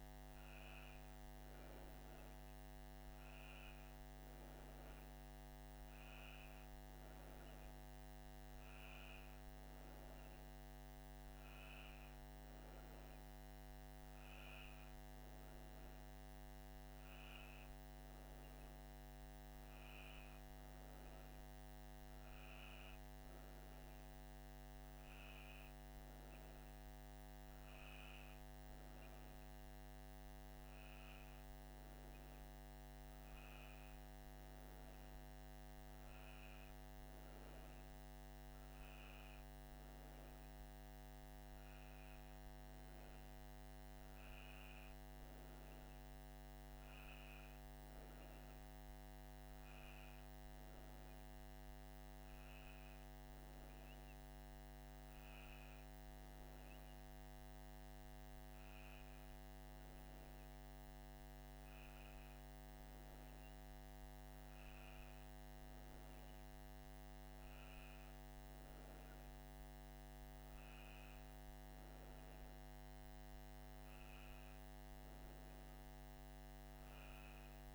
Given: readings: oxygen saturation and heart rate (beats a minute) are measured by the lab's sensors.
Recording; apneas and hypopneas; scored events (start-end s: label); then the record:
a person awake in a sleep study, hard to hear, by a microphone on the trachea; none
none scored
From the record:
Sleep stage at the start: awake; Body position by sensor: on the right side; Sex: female